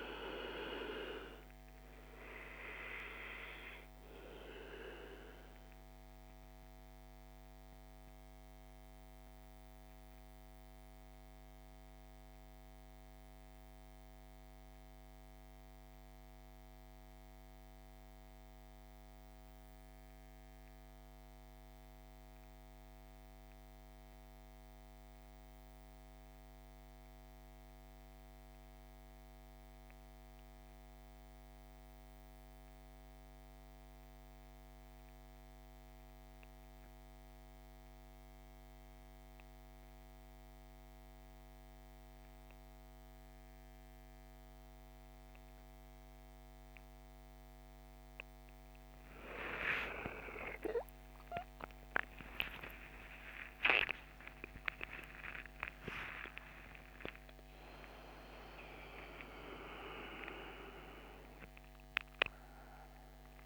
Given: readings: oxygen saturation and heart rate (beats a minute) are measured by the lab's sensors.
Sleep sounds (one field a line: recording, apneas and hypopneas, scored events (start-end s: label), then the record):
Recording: breathing in sleep by a microphone on the trachea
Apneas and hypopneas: 1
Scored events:
0.00-23.00 s: oxygen desaturation (device-marked, oxygen 81% lowest, heart rate 49 extreme)
4.00-47.50 s: mixed apnea (oxygen 99% before, 72% lowest, heart rate 63 before, 49 extreme, up 15 after)
35.00-63.46 s: oxygen desaturation (device-marked, oxygen 99% before, 72% lowest)
49.00-54.00 s: arousal
From the record:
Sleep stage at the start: REM sleep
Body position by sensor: on the right side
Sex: male